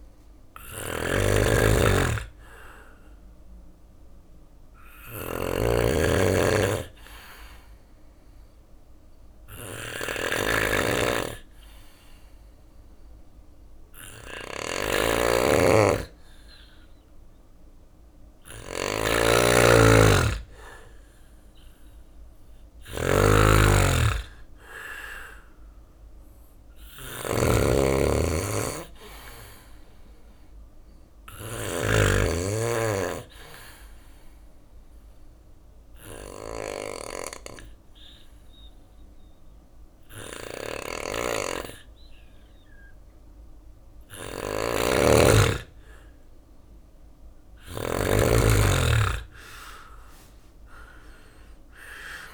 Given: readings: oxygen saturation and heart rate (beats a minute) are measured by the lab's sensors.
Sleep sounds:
breathing in sleep by a room microphone; 2
0.00-31.00 s: snoring (device-marked)
1.50-15.50 s: oxygen desaturation (device-marked, oxygen 97% before, 93% lowest, heart rate 67 before, 64 extreme)
5.50-15.50 s: obstructive apnea (oxygen 98% before, 90% lowest, heart rate 67 before, 64 extreme, up 2 after)
17.50-21.00 s: arousal
21.50-33.50 s: drop in pulse transit time (device-marked, heart rate 68 before, 66 extreme)
25.50-47.50 s: oxygen desaturation (device-marked, oxygen 95% before, 91% lowest, heart rate 68 before, 63 extreme)
33.00-43.50 s: obstructive apnea (oxygen 95% before, 90% lowest, heart rate 68 before, 63 extreme, up 8 after)
40.00-52.34 s: snoring (device-marked)
48.00-52.00 s: arousal
From the record:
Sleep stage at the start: N2 (light sleep); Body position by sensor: on the back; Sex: male

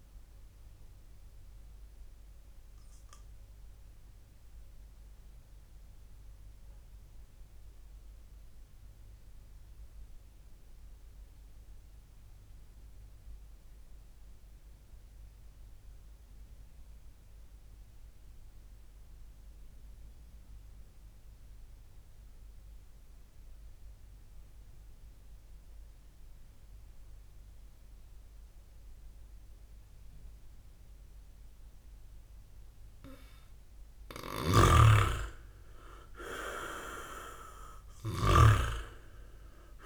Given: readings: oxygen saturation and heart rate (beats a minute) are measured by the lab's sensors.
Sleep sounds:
breathing in sleep by a room microphone; 1
0.00-3.50 s: oxygen desaturation (device-marked, oxygen 96% lowest, heart rate 58 extreme)
0.50-32.50 s: obstructive apnea (oxygen 100% before, 96% lowest, heart rate 71 before, 55 extreme, up 17 after)
34.00-39.86 s: snoring (device-marked)
38.00-39.86 s: arousal
From the record:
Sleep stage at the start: N2 (light sleep); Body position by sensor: on the back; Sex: male

